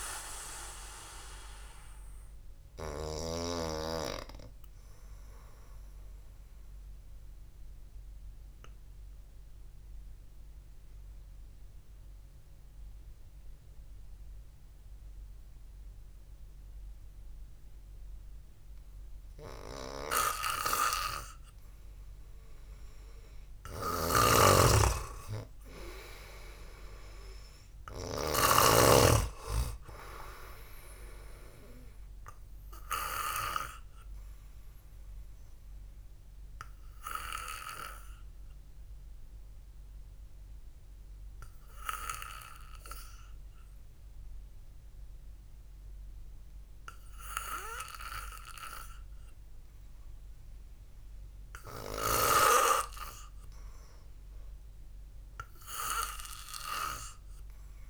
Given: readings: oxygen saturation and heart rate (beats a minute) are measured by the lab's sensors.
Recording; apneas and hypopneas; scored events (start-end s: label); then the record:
breathing in sleep by a room microphone; 2
0.00-19.00 s: oxygen desaturation (device-marked, oxygen 98% before, 93% lowest, heart rate 65 before, 54 extreme)
6.50-20.00 s: mixed apnea (oxygen 98% before, 92% lowest, heart rate 65 before, 54 extreme, up 1 after)
22.00-25.50 s: arousal
24.00-29.00 s: snoring (device-marked)
31.00-37.00 s: oxygen desaturation (device-marked, oxygen 97% before, 93% lowest, heart rate 62 before, 55 extreme)
34.50-51.50 s: obstructive apnea (oxygen 97% before, 92% lowest, heart rate 60 before, 56 extreme, up 2 after)
54.00-57.90 s: arousal
From the record:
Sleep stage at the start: N2 (light sleep); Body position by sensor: on the back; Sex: male